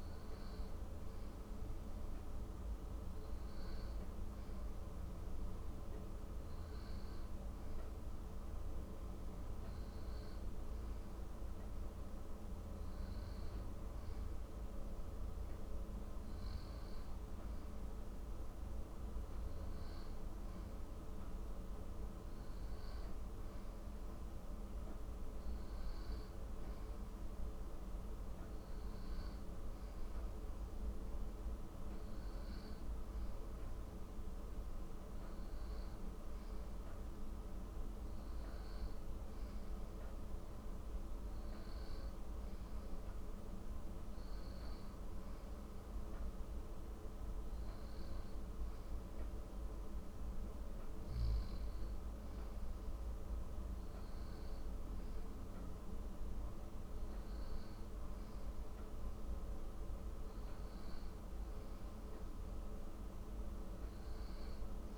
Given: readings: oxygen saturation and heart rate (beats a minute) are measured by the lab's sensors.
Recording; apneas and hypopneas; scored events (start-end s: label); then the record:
breathing in sleep, hard to hear, by a room microphone; none
2.00-64.98 s: new sleep stage, N2 (light sleep)
From the record:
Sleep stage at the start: N1 (lightest sleep); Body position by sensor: on the back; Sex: male